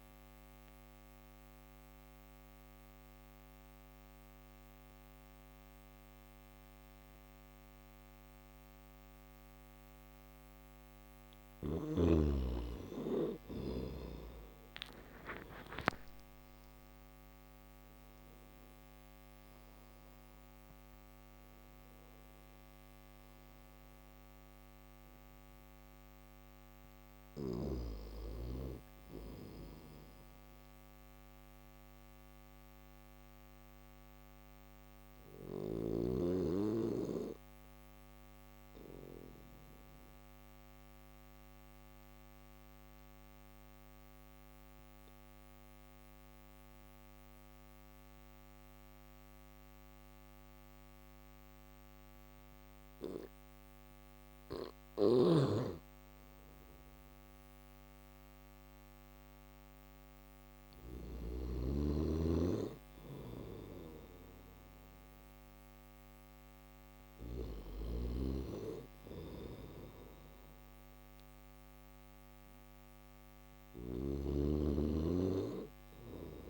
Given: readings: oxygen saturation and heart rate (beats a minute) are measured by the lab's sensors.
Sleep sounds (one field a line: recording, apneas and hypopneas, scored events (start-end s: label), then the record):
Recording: breathing in sleep by a microphone on the trachea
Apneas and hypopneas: none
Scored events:
8.50-26.50 s: oxygen desaturation (device-marked, oxygen 96% before, 92% lowest)
53.50-60.00 s: snoring (device-marked)
64.50-76.50 s: oxygen desaturation (device-marked, oxygen 97% before, 93% lowest)
75.00-76.50 s: snoring (device-marked)
From the record:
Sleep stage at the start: N1 (lightest sleep)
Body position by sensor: on the back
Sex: male